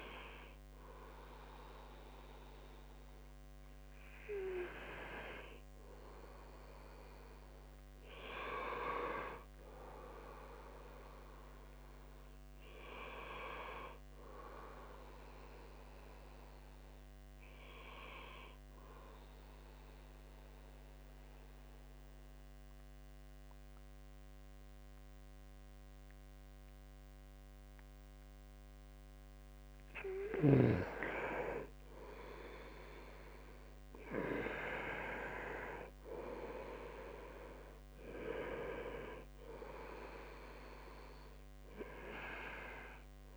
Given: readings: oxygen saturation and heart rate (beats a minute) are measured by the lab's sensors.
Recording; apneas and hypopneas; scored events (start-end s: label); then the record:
breathing in sleep by a microphone on the trachea; 1
0.00-2.00 s: arousal
4.50-10.50 s: oxygen desaturation (device-marked, oxygen 97% before, 92% lowest, heart rate 67 before, 65 extreme)
13.50-16.50 s: arousal
18.50-29.50 s: central apnea (oxygen 97% before, 88% lowest, heart rate 69 before, 63 extreme, up 5 after)
35.50-43.37 s: oxygen desaturation (device-marked, oxygen 96% before, 88% lowest, heart rate 68 before, 63 extreme)
38.00-41.00 s: arousal
From the record:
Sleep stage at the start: N2 (light sleep); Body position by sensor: on the right side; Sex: male